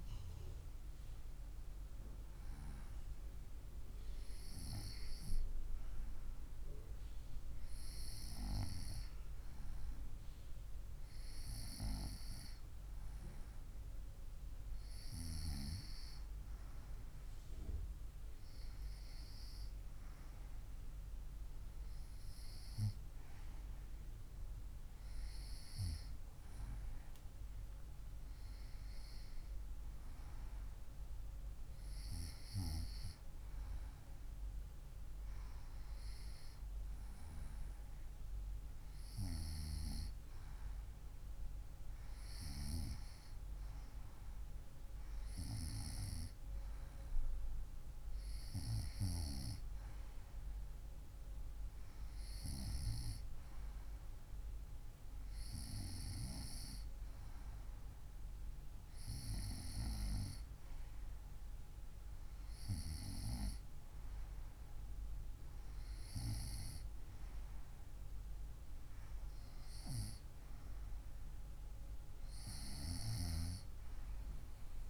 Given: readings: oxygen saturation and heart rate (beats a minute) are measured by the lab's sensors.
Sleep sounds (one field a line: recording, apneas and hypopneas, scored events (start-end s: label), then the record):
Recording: breathing in sleep by a room microphone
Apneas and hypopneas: none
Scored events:
none scored
From the record:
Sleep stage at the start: N2 (light sleep)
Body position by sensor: on the right side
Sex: female